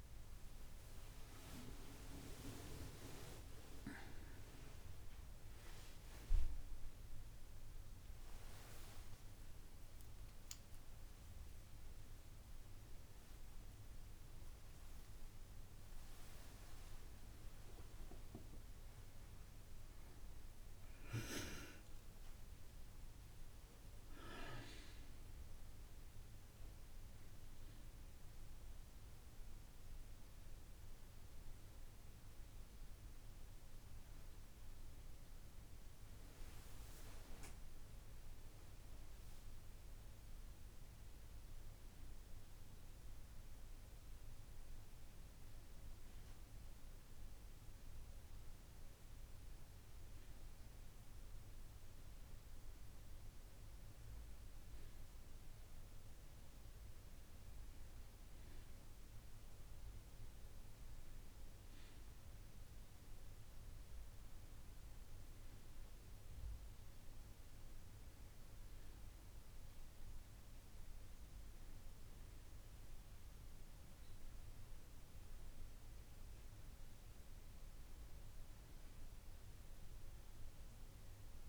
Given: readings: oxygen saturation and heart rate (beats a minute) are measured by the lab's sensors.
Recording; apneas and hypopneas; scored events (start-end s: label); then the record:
a person partly awake in a sleep study, by a room microphone; none
33.50-81.49 s: new sleep stage, N1 (lightest sleep)
From the record:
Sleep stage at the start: awake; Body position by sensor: on the back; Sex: female